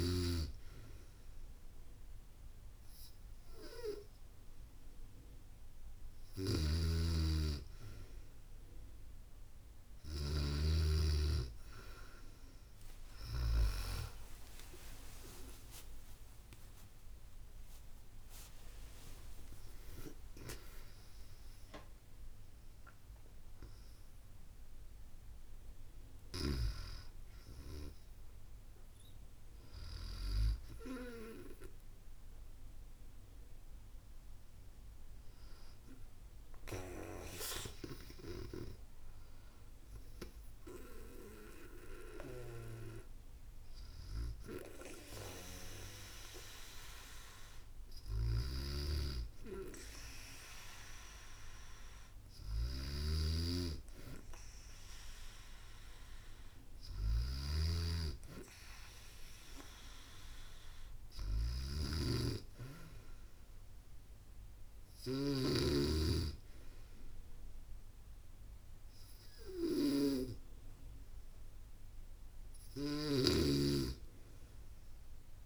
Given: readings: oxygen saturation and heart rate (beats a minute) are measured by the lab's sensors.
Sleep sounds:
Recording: breathing in sleep by a room microphone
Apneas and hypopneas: none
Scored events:
5.50-13.00 s: snoring (device-marked)
13.00-17.50 s: arousal
48.00-65.00 s: snoring (device-marked)
72.00-75.46 s: snoring (device-marked)
From the record:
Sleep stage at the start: N2 (light sleep)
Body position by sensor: on the back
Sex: female

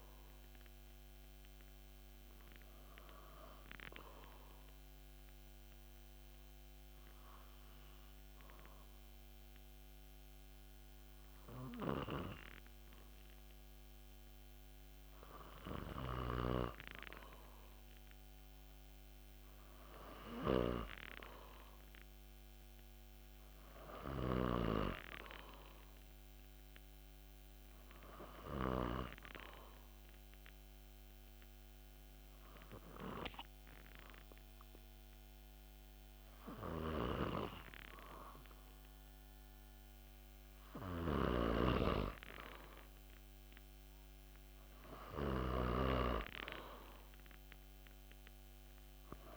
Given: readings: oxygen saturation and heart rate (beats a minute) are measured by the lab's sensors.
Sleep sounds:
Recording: breathing in sleep by a microphone on the trachea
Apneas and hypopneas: 2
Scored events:
5.00-15.00 s: obstructive apnea (oxygen 97% before, 93% lowest)
18.50-21.50 s: arousal
28.00-40.00 s: obstructive apnea (oxygen 96% before, 93% lowest)
45.00-48.50 s: arousal
From the record:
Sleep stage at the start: N2 (light sleep)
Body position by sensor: on the back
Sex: male

